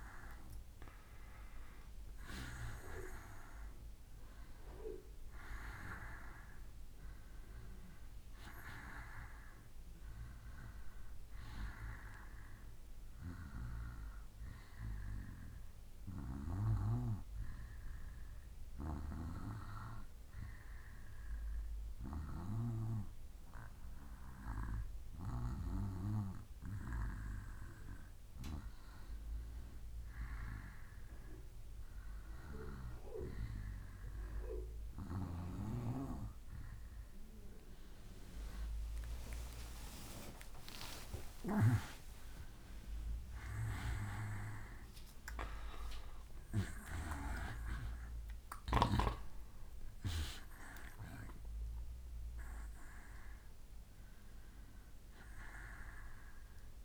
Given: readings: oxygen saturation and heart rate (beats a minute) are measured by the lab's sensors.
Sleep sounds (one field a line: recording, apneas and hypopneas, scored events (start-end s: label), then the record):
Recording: breathing in sleep by a room microphone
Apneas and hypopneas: 1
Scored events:
15.00-28.00 s: hypopnea (oxygen 95% before, 90% lowest, heart rate 73 before, 65 extreme, up 3 after)
36.50-48.50 s: oxygen desaturation (device-marked, oxygen 95% before, 90% lowest, heart rate 66 before, 65 extreme)
37.00-42.50 s: arousal
From the record:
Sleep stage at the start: N1 (lightest sleep)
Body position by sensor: on the back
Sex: male